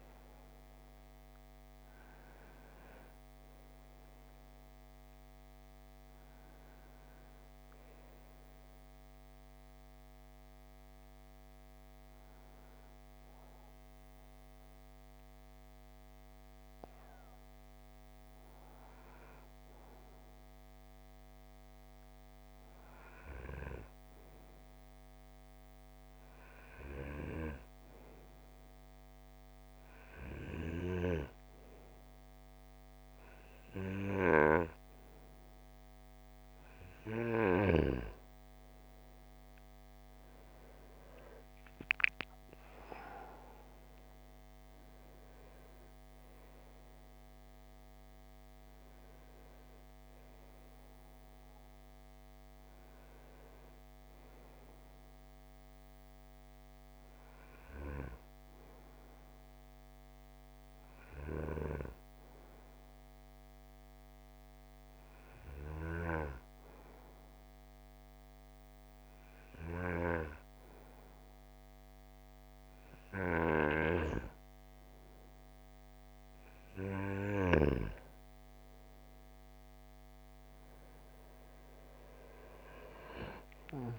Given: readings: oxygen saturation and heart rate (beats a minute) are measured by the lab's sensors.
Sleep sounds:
breathing in sleep by a microphone on the trachea; 2
0.00-1.50 s: oxygen desaturation (device-marked, oxygen 92% lowest, heart rate 54 extreme)
0.00-2.00 s: arousal
11.00-36.00 s: hypopnea (oxygen 95% before, 92% lowest, heart rate 86 before, 54 extreme, up 11 after)
31.50-62.50 s: oxygen desaturation (device-marked, oxygen 96% before, 92% lowest, heart rate 56 before, 53 extreme)
39.50-43.50 s: arousal
58.00-73.50 s: hypopnea (oxygen 96% before, 92% lowest, heart rate 65 before, 53 extreme, up 6 after)
79.50-83.99 s: arousal
From the record:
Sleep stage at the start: N2 (light sleep); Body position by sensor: on the right side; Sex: male

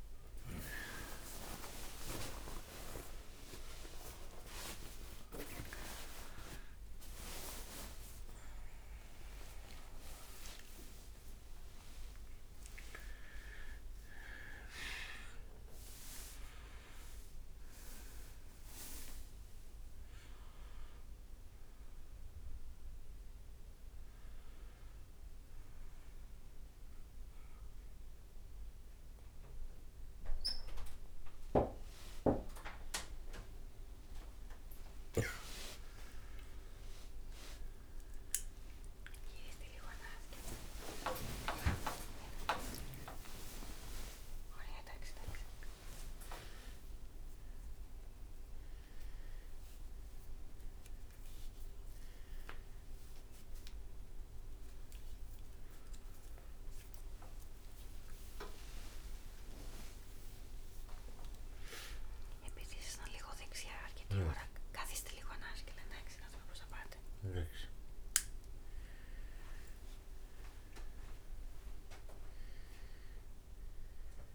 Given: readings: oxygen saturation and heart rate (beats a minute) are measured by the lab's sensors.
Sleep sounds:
a person awake in a sleep study, by a room microphone; none
58.00-62.00 s: leg movement (device-marked)
From the record:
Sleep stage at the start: awake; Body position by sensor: on the back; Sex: male

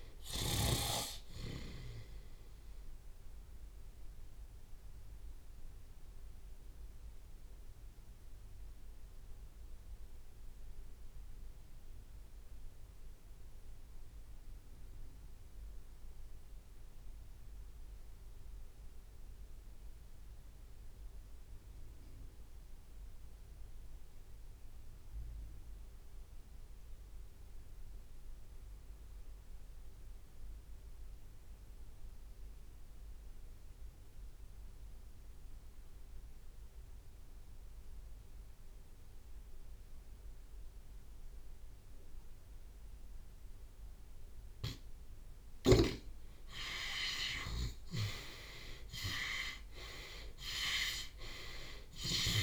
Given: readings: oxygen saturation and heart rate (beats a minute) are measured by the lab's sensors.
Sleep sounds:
breathing in sleep by a room microphone; 1
0.00-1.00 s: snoring (device-marked)
0.00-1.50 s: long interval between heartbeats (device-marked)
0.00-32.00 s: oxygen desaturation (device-marked, oxygen 73% lowest)
1.00-11.00 s: drop in pulse transit time (device-marked)
3.50-45.50 s: obstructive apnea (oxygen 95% before, 69% lowest)
44.00-52.43 s: oxygen desaturation (device-marked, oxygen 96% before, 85% lowest)
46.50-48.50 s: long interval between heartbeats (device-marked)
47.00-52.00 s: arousal
From the record:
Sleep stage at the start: N2 (light sleep); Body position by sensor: on the back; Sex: male

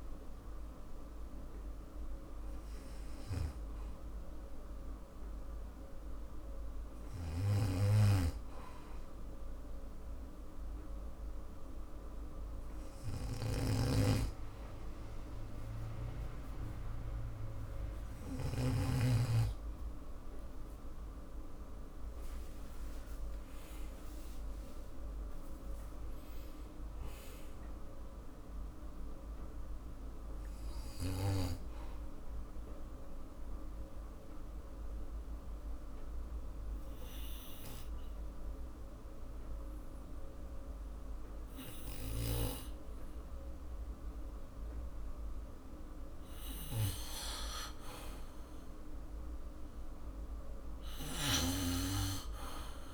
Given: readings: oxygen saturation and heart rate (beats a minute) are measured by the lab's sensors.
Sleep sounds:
breathing in sleep by a room microphone; 2
7.00-18.50 s: snoring (device-marked)
9.50-20.50 s: hypopnea (oxygen 98% before, 96% lowest, heart rate 54 before, 52 extreme, up 23 after)
23.00-28.00 s: arousal
32.50-45.50 s: obstructive apnea (oxygen 98% before, 96% lowest, heart rate 61 before, 50 extreme, up 4 after)
48.00-51.50 s: arousal
From the record:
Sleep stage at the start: N2 (light sleep); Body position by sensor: on the back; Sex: male

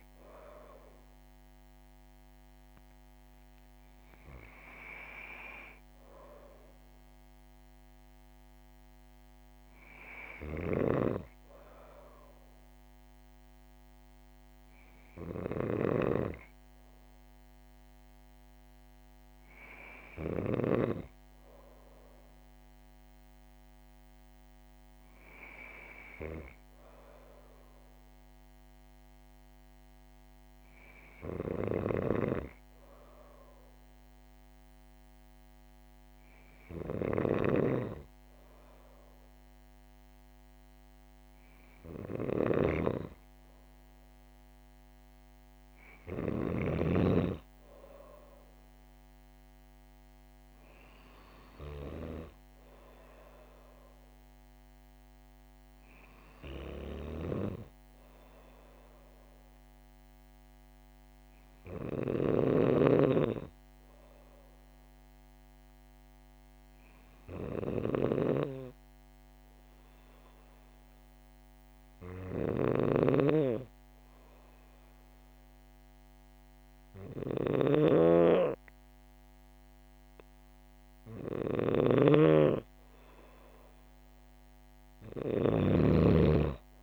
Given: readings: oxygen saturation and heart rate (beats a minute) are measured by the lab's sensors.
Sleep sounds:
breathing in sleep by a microphone on the trachea; 1
10.00-15.50 s: snoring (device-marked)
36.50-46.50 s: snoring (device-marked)
61.50-85.50 s: snoring (device-marked)
67.00-81.00 s: hypopnea (oxygen 98% before, 94% lowest, heart rate 66 before, 68 extreme, up 5 after)
83.50-86.00 s: arousal
From the record:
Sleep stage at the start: N2 (light sleep); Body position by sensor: on the back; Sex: female

